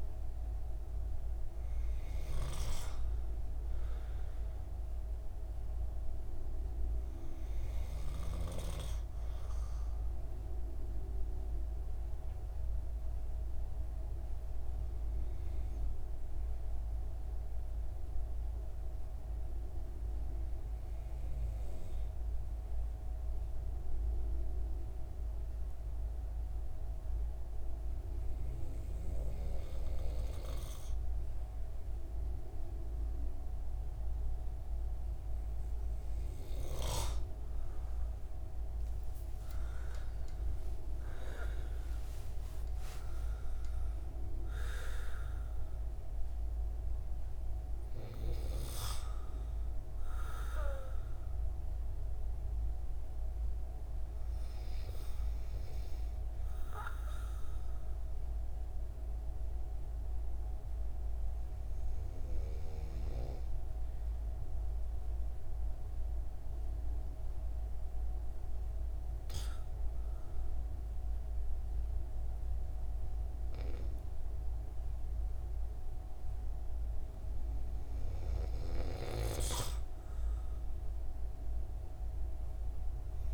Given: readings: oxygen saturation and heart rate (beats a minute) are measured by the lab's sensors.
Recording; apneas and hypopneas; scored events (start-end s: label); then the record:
breathing in sleep by a room microphone; 2
0.00-6.00 s: oxygen desaturation (device-marked, oxygen 93% lowest)
13.00-34.50 s: hypopnea (oxygen 96% before, 93% lowest)
24.00-83.34 s: new sleep stage, N2 (light sleep)
38.00-43.00 s: arousal
57.00-77.50 s: hypopnea (oxygen 96% before, 93% lowest)
80.00-83.34 s: arousal
From the record:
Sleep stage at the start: REM sleep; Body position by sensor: on the right side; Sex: male